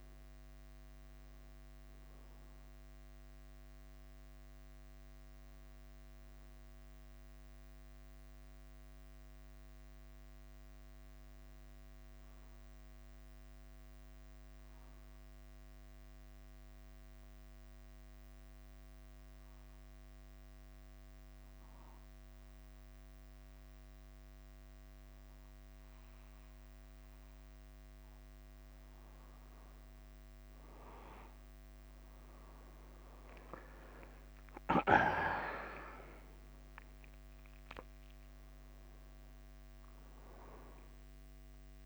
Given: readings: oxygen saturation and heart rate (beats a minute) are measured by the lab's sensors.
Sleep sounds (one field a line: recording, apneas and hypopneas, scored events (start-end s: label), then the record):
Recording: breathing in sleep by a microphone on the trachea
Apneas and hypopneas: 1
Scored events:
0.00-41.86 s: bradycardia (device-marked, heart rate 45 extreme)
14.50-26.50 s: obstructive apnea (oxygen 97% before, 94% lowest, heart rate 50 before, 49 extreme, up 2 after)
30.00-34.50 s: arousal
32.50-41.86 s: oxygen desaturation (device-marked, oxygen 98% before, 94% lowest, heart rate 50 before, 50 extreme)
From the record:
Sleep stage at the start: N2 (light sleep)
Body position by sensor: on the back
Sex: male